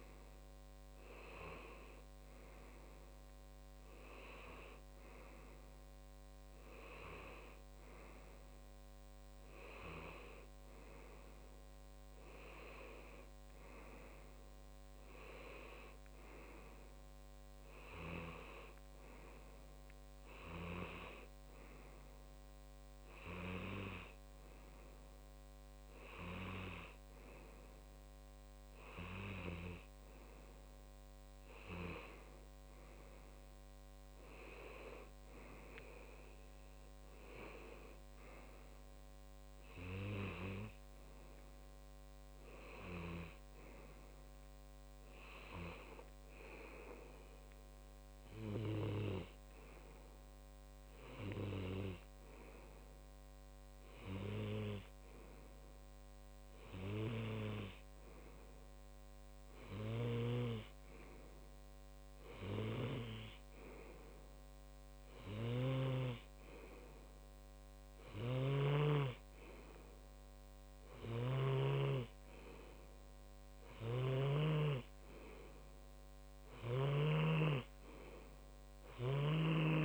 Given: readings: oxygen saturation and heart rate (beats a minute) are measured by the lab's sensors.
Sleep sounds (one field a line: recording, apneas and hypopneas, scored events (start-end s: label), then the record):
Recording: breathing in sleep by a microphone on the trachea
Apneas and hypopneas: none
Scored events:
61.50-63.50 s: long interval between heartbeats (device-marked)
64.50-66.50 s: long interval between heartbeats (device-marked)
69.00-78.00 s: snoring (device-marked)
73.50-75.50 s: long interval between heartbeats (device-marked, heart rate 49 before, 65 extreme)
75.50-77.50 s: long interval between heartbeats (device-marked, heart rate 56 before, 71 extreme)
78.50-79.85 s: long interval between heartbeats (device-marked, heart rate 68 before, 97 extreme)
From the record:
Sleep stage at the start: N2 (light sleep)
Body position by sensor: on the left side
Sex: male